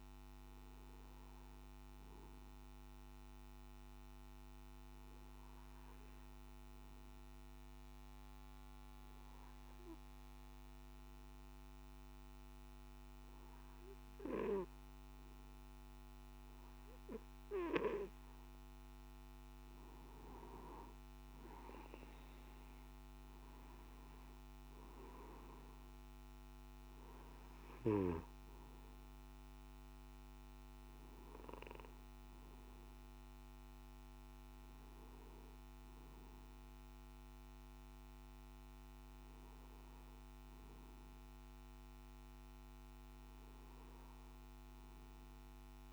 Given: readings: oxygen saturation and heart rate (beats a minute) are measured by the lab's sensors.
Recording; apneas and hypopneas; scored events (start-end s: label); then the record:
breathing in sleep by a microphone on the trachea; 1
4.00-17.50 s: obstructive apnea (oxygen 96% before, 92% lowest, heart rate 56 before, 52 extreme, up 6 after)
26.50-45.93 s: oxygen desaturation (device-marked, oxygen 97% before, 92% lowest, heart rate 57 before, 52 extreme)
From the record:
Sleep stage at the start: N2 (light sleep); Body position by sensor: on the back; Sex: male